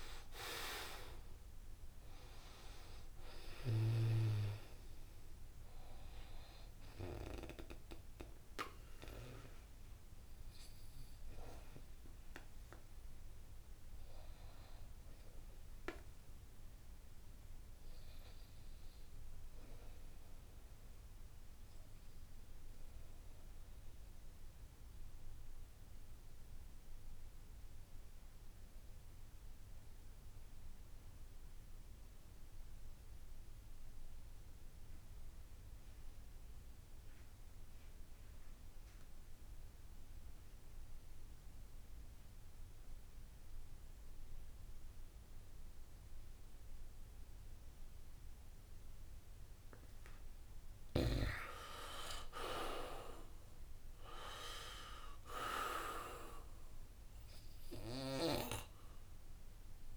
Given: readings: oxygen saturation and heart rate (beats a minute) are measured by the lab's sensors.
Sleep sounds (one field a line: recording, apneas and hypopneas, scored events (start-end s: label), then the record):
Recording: breathing in sleep by a room microphone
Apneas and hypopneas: 1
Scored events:
0.00-21.00 s: oxygen desaturation (device-marked, oxygen 77% lowest, heart rate 67 extreme)
23.50-49.50 s: obstructive apnea (oxygen 97% before, 79% lowest, heart rate 71 before, 68 extreme, up 10 after)
37.00-59.97 s: oxygen desaturation (device-marked, oxygen 96% before, 79% lowest, heart rate 69 before, 66 extreme)
46.00-48.00 s: long interval between heartbeats (device-marked, heart rate 68 before, 70 extreme)
48.50-50.50 s: long interval between heartbeats (device-marked, heart rate 69 before, 76 extreme)
51.50-54.50 s: arousal
From the record:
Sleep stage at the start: N2 (light sleep)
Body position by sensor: on the back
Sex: male